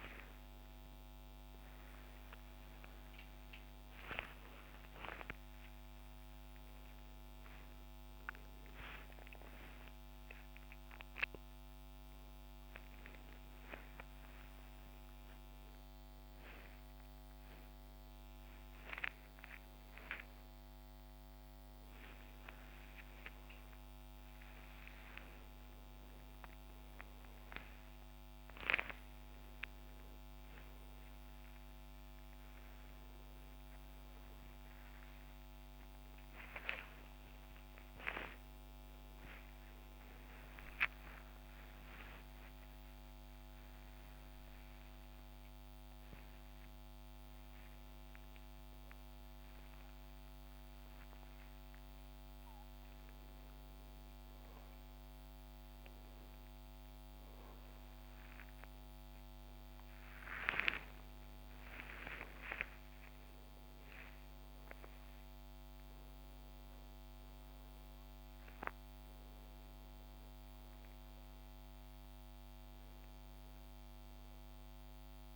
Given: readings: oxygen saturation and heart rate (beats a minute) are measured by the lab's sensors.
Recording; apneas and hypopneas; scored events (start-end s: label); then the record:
a person awake in a sleep study, by a microphone on the trachea; none
25.50-38.50 s: oxygen desaturation (device-marked, oxygen 97% before, 92% lowest, heart rate 81 before, 82 extreme)
68.50-75.36 s: oxygen desaturation (device-marked, oxygen 95% before, 89% lowest, heart rate 138 before, 69 extreme)
From the record:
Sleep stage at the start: awake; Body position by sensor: upright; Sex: male